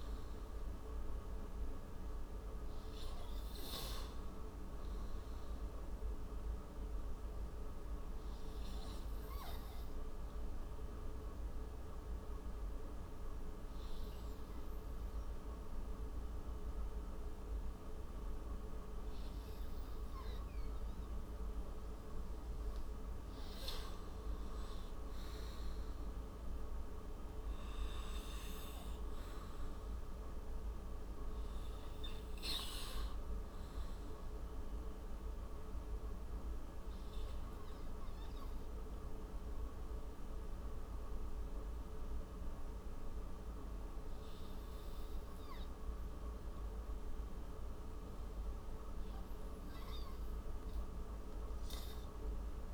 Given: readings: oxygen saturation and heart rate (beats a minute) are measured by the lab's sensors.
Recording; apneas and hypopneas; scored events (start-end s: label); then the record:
breathing in sleep, hard to hear, by a room microphone; 2
0.00-1.50 s: oxygen desaturation (device-marked, oxygen 93% lowest)
10.50-21.00 s: hypopnea (oxygen 97% before, 90% lowest)
24.50-28.00 s: arousal
29.50-48.50 s: oxygen desaturation (device-marked, oxygen 96% before, 91% lowest)
37.00-48.50 s: hypopnea (oxygen 96% before, 90% lowest)
From the record:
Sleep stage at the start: N2 (light sleep); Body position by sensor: on the right side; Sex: male